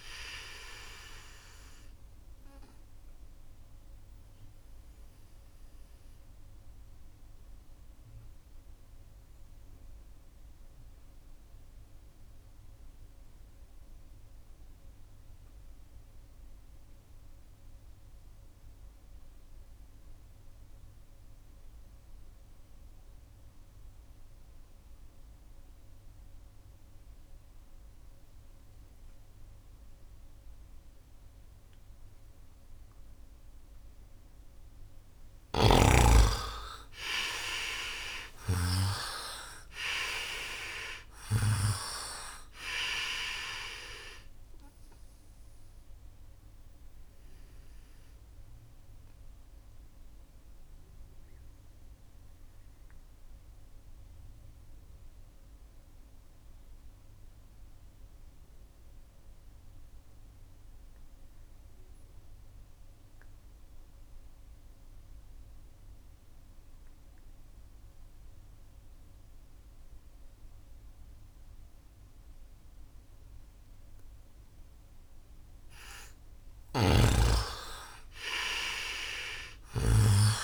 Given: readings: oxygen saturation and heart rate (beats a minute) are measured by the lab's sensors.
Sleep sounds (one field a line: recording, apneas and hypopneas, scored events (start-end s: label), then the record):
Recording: breathing in sleep by a room microphone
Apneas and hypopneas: 2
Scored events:
0.00-20.50 s: oxygen desaturation (device-marked, oxygen 82% lowest, heart rate 65 extreme)
2.00-34.00 s: obstructive apnea (oxygen 99% before, 80% lowest, heart rate 70 before, 65 extreme, up 11 after)
32.50-62.50 s: oxygen desaturation (device-marked, oxygen 99% before, 80% lowest, heart rate 70 before, 68 extreme)
35.00-38.50 s: snoring (device-marked)
36.00-39.50 s: arousal
48.00-75.00 s: obstructive apnea (oxygen 99% before, 80% lowest, heart rate 72 before, 68 extreme, up 4 after)
75.50-79.50 s: arousal
76.00-80.44 s: snoring (device-marked)
76.50-80.44 s: oxygen desaturation (device-marked, oxygen 98% before, 83% lowest, heart rate 73 before, 67 extreme)
From the record:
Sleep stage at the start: N2 (light sleep)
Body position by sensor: on the right side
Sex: male